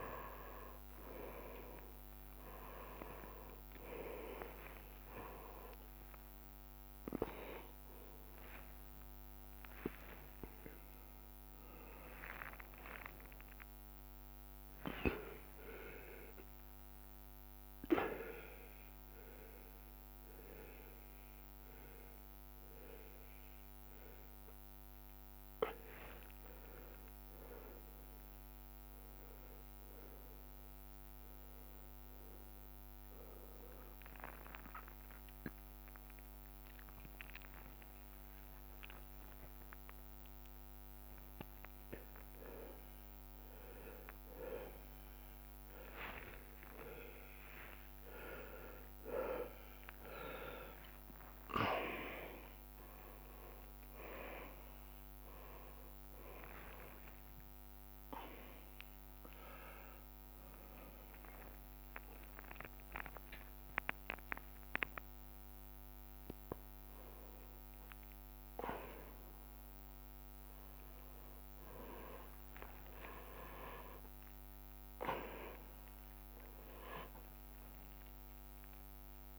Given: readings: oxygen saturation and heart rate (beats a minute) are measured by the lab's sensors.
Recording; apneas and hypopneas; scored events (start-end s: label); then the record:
a person awake in a sleep study, by a microphone on the trachea; none
1.50-3.50 s: long interval between heartbeats (device-marked, heart rate 55 before, 58 extreme)
3.00-50.00 s: tachycardia (device-marked, heart rate 71 before, 216 extreme)
4.00-6.00 s: long interval between heartbeats (device-marked, heart rate 61 before, 81 extreme)
6.50-8.50 s: long interval between heartbeats (device-marked, heart rate 68 before, 101 extreme)
9.00-11.00 s: long interval between heartbeats (device-marked, heart rate 83 before, 181 extreme)
9.00-19.00 s: drop in pulse transit time (device-marked, heart rate 83 before, 179 extreme)
13.00-15.00 s: long interval between heartbeats (device-marked, heart rate 107 before, 207 extreme)
16.50-22.50 s: leg movement (device-marked)
17.00-19.00 s: long interval between heartbeats (device-marked, heart rate 133 before, 179 extreme)
19.00-21.00 s: long interval between heartbeats (device-marked, heart rate 143 before, 159 extreme)
23.00-25.00 s: long interval between heartbeats (device-marked, heart rate 164 before, 194 extreme)
24.00-31.50 s: leg movement (device-marked)
25.00-27.00 s: long interval between heartbeats (device-marked, heart rate 176 before, 198 extreme)
30.00-39.00 s: drop in pulse transit time (device-marked, heart rate 192 before, 157 extreme)
34.50-36.50 s: long interval between heartbeats (device-marked, heart rate 189 before, 166 extreme)
37.00-39.00 s: long interval between heartbeats (device-marked, heart rate 184 before, 171 extreme)
41.00-43.00 s: long interval between heartbeats (device-marked, heart rate 183 before, 152 extreme)
43.00-45.00 s: long interval between heartbeats (device-marked, heart rate 180 before, 110 extreme)
45.00-47.00 s: long interval between heartbeats (device-marked, heart rate 173 before, 112 extreme)
49.00-56.00 s: drop in pulse transit time (device-marked)
50.00-63.00 s: bradycardia (device-marked)
53.00-61.00 s: oxygen desaturation (device-marked, oxygen 97% before, 94% lowest, heart rate 140 before, 27 extreme)
54.50-56.50 s: long interval between heartbeats (device-marked)
57.00-59.00 s: long interval between heartbeats (device-marked, heart rate 111 before, 35 extreme)
61.00-63.00 s: long interval between heartbeats (device-marked, heart rate 84 before, 56 extreme)
64.50-66.50 s: long interval between heartbeats (device-marked, heart rate 68 before, 39 extreme)
67.00-69.00 s: long interval between heartbeats (device-marked, heart rate 60 before, 73 extreme)
69.00-75.00 s: bradycardia (device-marked, heart rate 80 before, 46 extreme)
73.50-75.50 s: long interval between heartbeats (device-marked, heart rate 47 before, 46 extreme)
74.00 s: drop in pulse transit time (device-marked)
From the record:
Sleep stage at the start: awake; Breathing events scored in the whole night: 189 in 4.2 hours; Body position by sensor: upright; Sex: male